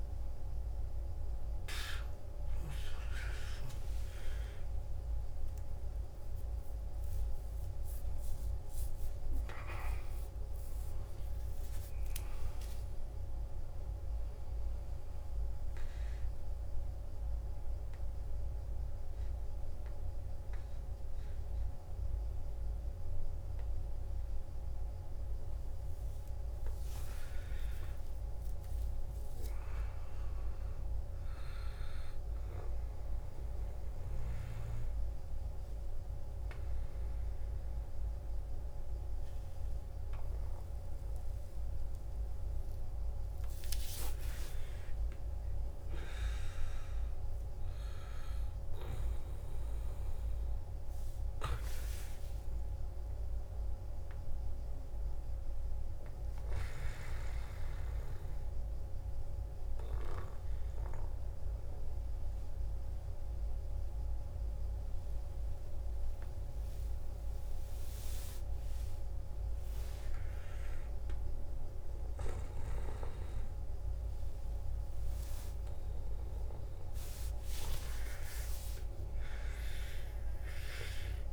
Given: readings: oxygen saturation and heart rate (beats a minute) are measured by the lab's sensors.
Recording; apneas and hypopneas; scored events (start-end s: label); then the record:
breathing in sleep by a room microphone; 2
0.00-6.50 s: oxygen desaturation (device-marked, oxygen 89% lowest, heart rate 54 extreme)
4.50-6.50 s: long interval between heartbeats (device-marked, heart rate 62 before, 72 extreme)
6.50-66.50 s: new sleep stage, N1 (lightest sleep)
13.50-27.50 s: oxygen desaturation (device-marked, oxygen 90% before, 84% lowest, heart rate 69 before, 55 extreme)
16.50-27.50 s: central apnea (oxygen 94% before, 84% lowest, heart rate 70 before, 55 extreme, up 12 after)
28.00-31.50 s: arousal
45.50-52.00 s: arousal
58.50-69.00 s: central apnea (oxygen 99% before, 95% lowest, heart rate 60 before, 55 extreme, up 7 after)
66.50-81.33 s: new sleep stage, N2 (light sleep)
70.50-75.50 s: arousal
From the record:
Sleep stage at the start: N2 (light sleep); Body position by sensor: on the back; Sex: male